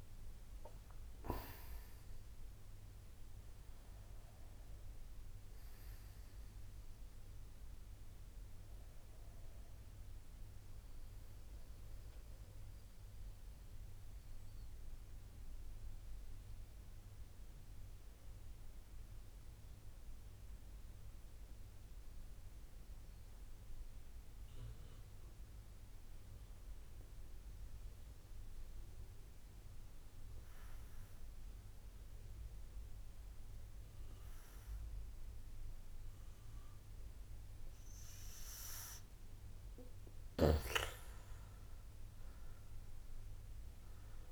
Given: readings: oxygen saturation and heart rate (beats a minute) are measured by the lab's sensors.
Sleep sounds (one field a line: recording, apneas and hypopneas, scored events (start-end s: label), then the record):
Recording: breathing in sleep by a room microphone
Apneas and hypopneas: 1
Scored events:
0.00-2.00 s: arousal
0.00-17.50 s: oxygen desaturation (device-marked, oxygen 89% lowest, heart rate 58 extreme)
13.00-39.50 s: mixed apnea (oxygen 97% before, 87% lowest, heart rate 68 before, 54 extreme, up 2 after)
34.50-44.32 s: oxygen desaturation (device-marked, oxygen 96% before, 87% lowest, heart rate 61 before, 54 extreme)
42.00-44.32 s: arousal
From the record:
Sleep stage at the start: N2 (light sleep)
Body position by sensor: on the back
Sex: male